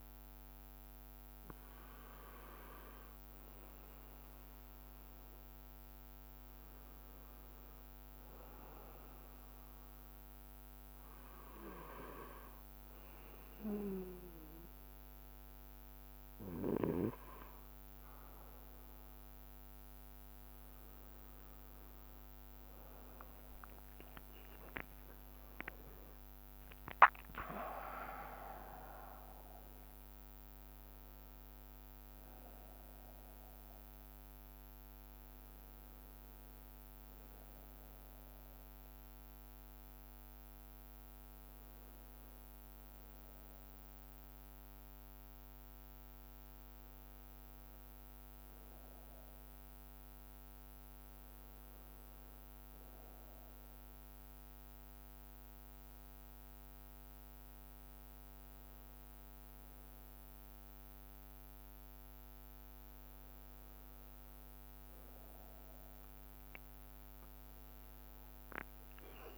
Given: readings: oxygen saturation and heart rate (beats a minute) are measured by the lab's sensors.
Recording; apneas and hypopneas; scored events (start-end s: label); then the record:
breathing in sleep by a microphone on the trachea; 2
0.00-3.50 s: bradycardia (device-marked, heart rate 44 extreme)
0.00-3.50 s: oxygen desaturation (device-marked, oxygen 90% lowest, heart rate 38 extreme)
4.00-7.00 s: arousal
6.50-26.50 s: bradycardia (device-marked, heart rate 61 before, 38 extreme)
7.50-9.50 s: long interval between heartbeats (device-marked, heart rate 55 before, 60 extreme)
9.50-22.00 s: obstructive apnea (oxygen 93% before, 91% lowest, heart rate 56 before, 38 extreme, up 16 after)
20.50-22.50 s: long interval between heartbeats (device-marked, heart rate 57 before, 58 extreme)
23.50-28.00 s: arousal
23.50-69.38 s: new sleep stage, N1 (lightest sleep)
24.50-36.50 s: drop in pulse transit time (device-marked, heart rate 56 before, 40 extreme)
29.50-36.50 s: bradycardia (device-marked, heart rate 61 before, 55 extreme)
31.00-33.00 s: long interval between heartbeats (device-marked, heart rate 52 before, 65 extreme)
45.50-52.50 s: bradycardia (device-marked, heart rate 61 before, 50 extreme)
46.50-48.50 s: long interval between heartbeats (device-marked, heart rate 57 before, 60 extreme)
48.50-65.00 s: hypopnea (oxygen 93% before, 92% lowest, heart rate 59 before, 45 extreme, up 6 after)
56.50-69.38 s: bradycardia (device-marked, heart rate 60 before, 45 extreme)
57.50-59.50 s: long interval between heartbeats (device-marked, heart rate 57 before, 61 extreme)
60.50-69.38 s: drop in pulse transit time (device-marked, heart rate 57 before, 45 extreme)
64.50-66.50 s: long interval between heartbeats (device-marked, heart rate 55 before, 51 extreme)
From the record:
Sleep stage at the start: N2 (light sleep); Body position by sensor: on the right side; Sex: male